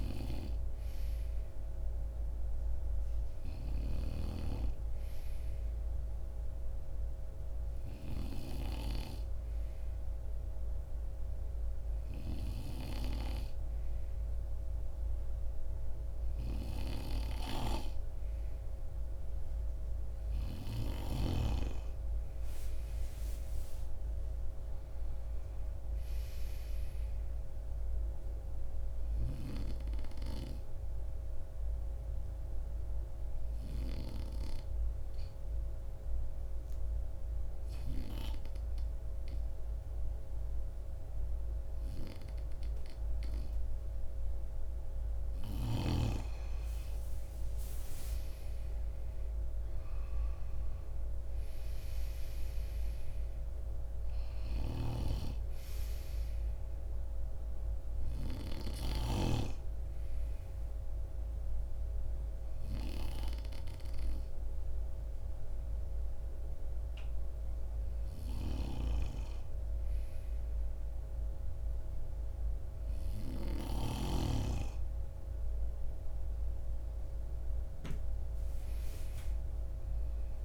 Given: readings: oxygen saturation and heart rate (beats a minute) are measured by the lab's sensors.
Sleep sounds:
breathing in sleep by a room microphone; 3
7.50-20.00 s: hypopnea (oxygen 93% before, 89% lowest)
22.50-26.50 s: arousal
31.50-44.00 s: obstructive apnea (oxygen 94% before, 89% lowest)
48.50-51.50 s: arousal
54.50-59.50 s: snoring (device-marked)
54.50-76.50 s: oxygen desaturation (device-marked, oxygen 93% before, 89% lowest)
57.50-76.00 s: hypopnea (oxygen 93% before, 89% lowest)
68.00-74.50 s: snoring (device-marked)
79.00-80.45 s: arousal
From the record:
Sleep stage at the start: N2 (light sleep); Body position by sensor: on the right side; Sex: male

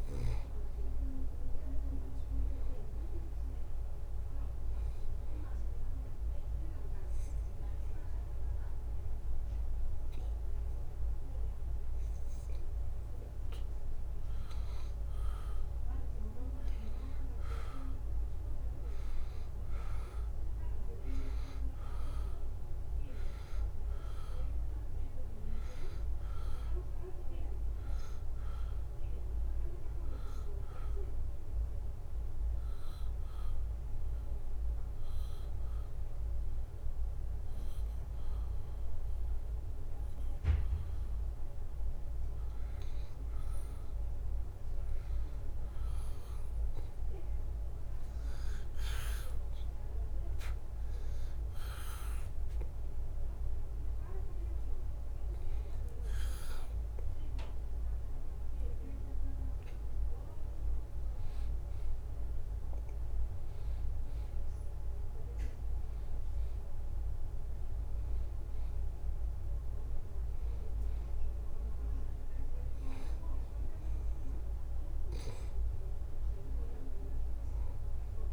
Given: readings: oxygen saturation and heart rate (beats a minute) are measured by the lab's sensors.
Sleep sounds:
breathing in sleep by a room microphone; 2
0.00-2.00 s: arousal
4.00-14.50 s: hypopnea (oxygen 94% before, 90% lowest, heart rate 79 before, 78 extreme, up 2 after)
17.00-21.00 s: arousal
22.50-38.50 s: drop in pulse transit time (device-marked, heart rate 79 before, 79 extreme)
25.50-39.50 s: oxygen desaturation (device-marked, oxygen 93% before, 90% lowest, heart rate 79 before, 79 extreme)
28.00-39.50 s: obstructive apnea (oxygen 93% before, 90% lowest, heart rate 79 before, 79 extreme, up 0 after)
48.00-51.00 s: arousal
53.50-65.50 s: drop in pulse transit time (device-marked, heart rate 80 before, 82 extreme)
53.50-65.50 s: oxygen desaturation (device-marked, oxygen 94% before, 90% lowest, heart rate 80 before, 78 extreme)
71.50-74.50 s: arousal
From the record:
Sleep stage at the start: N2 (light sleep); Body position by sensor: on the back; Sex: male

